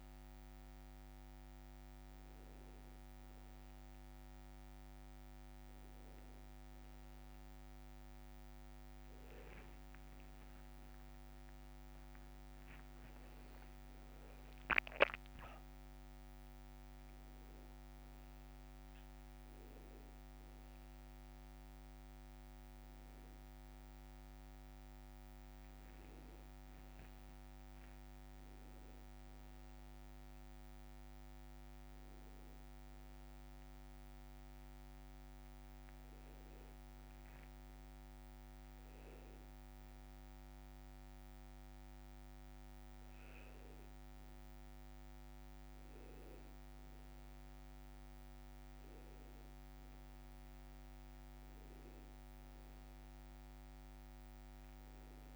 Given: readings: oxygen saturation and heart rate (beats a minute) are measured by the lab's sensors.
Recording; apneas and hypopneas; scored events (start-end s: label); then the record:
breathing in sleep, hard to hear, by a microphone on the trachea; none
9.00-13.00 s: tachycardia (device-marked, heart rate 68 before, 103 extreme)
12.00-14.00 s: long interval between heartbeats (device-marked, heart rate 66 before, 103 extreme)
38.00-55.36 s: new sleep stage, N2 (light sleep)
From the record:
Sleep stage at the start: N1 (lightest sleep); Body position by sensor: on the back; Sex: male